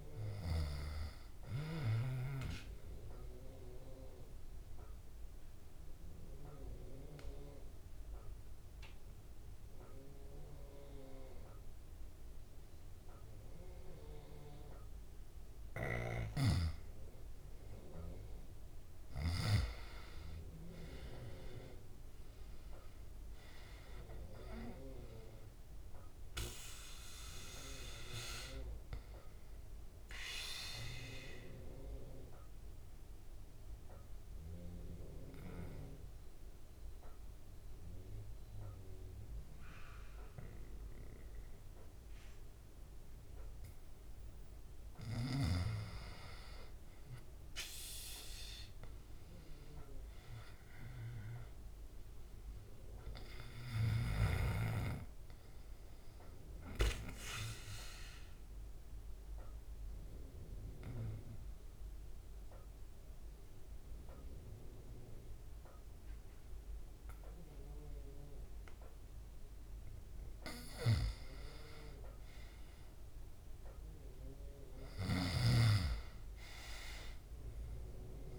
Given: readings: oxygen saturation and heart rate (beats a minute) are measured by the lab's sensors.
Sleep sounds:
breathing in sleep by a room microphone; 3
0.00-19.50 s: oxygen desaturation (device-marked, oxygen 89% lowest, heart rate 66 extreme)
2.50-17.50 s: obstructive apnea (oxygen 97% before, 89% lowest, heart rate 72 before, 66 extreme, up 2 after)
21.00-25.00 s: arousal
29.50-48.50 s: oxygen desaturation (device-marked, oxygen 98% before, 90% lowest, heart rate 70 before, 66 extreme)
30.50-44.00 s: obstructive apnea (oxygen 98% before, 90% lowest, heart rate 71 before, 66 extreme, up 5 after)
48.50-53.00 s: arousal
57.00-70.00 s: obstructive apnea (oxygen 98% before, 90% lowest, heart rate 69 before, 68 extreme, up 1 after)
60.50-74.50 s: oxygen desaturation (device-marked, oxygen 98% before, 90% lowest, heart rate 70 before, 68 extreme)
73.00-76.00 s: arousal
74.50-78.39 s: snoring (device-marked)
From the record:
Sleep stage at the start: N2 (light sleep); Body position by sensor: on the back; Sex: male

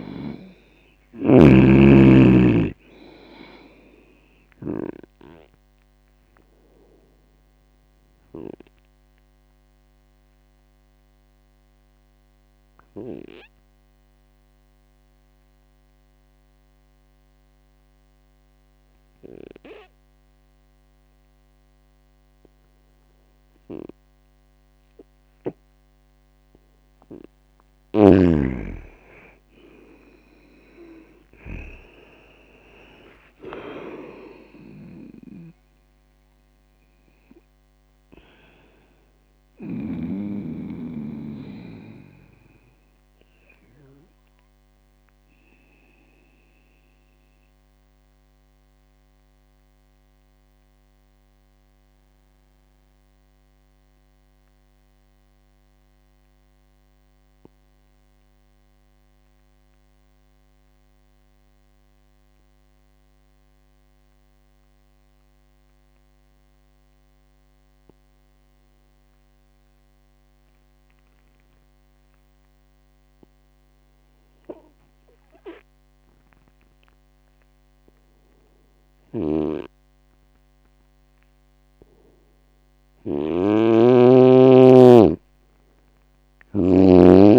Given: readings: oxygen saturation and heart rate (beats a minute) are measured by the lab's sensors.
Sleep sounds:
breathing in sleep by a microphone on the trachea; 2
7.00-26.00 s: obstructive apnea (oxygen 99% before, 94% lowest, heart rate 68 before, 56 extreme, up 27 after)
22.50-31.50 s: oxygen desaturation (device-marked, oxygen 97% before, 94% lowest, heart rate 66 before, 56 extreme)
28.00-32.00 s: snoring (device-marked)
31.50-35.50 s: arousal
45.50-81.50 s: obstructive apnea (oxygen 99% before, 94% lowest, heart rate 74 before, 59 extreme, up 8 after)
79.00-87.39 s: snoring (device-marked)
84.50-87.39 s: arousal
From the record:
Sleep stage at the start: N2 (light sleep); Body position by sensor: on the right side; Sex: male

